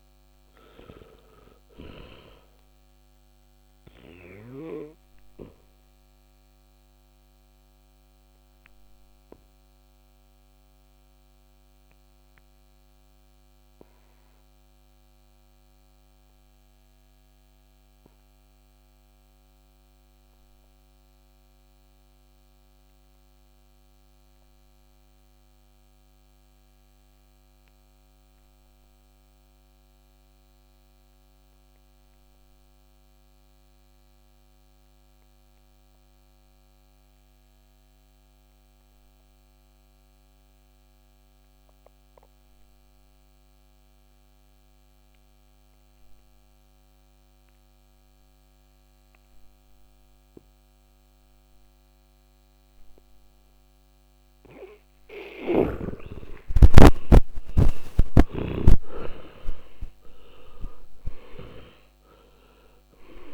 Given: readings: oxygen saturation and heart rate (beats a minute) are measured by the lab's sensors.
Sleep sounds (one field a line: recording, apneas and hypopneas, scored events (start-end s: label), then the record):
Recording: breathing in sleep by a microphone on the trachea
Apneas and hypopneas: 1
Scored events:
6.00-53.00 s: obstructive apnea (oxygen 99% before, 73% lowest, heart rate 63 before, 47 extreme, up 19 after)
9.00-33.00 s: oxygen desaturation (device-marked, oxygen 97% before, 79% lowest, heart rate 63 before, 47 extreme)
48.00-58.00 s: oxygen desaturation (device-marked, oxygen 100% before, 93% lowest, heart rate 50 before, 48 extreme)
55.00-58.50 s: snoring (device-marked)
56.00-60.50 s: arousal
From the record:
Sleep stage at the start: N2 (light sleep)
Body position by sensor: on the back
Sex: male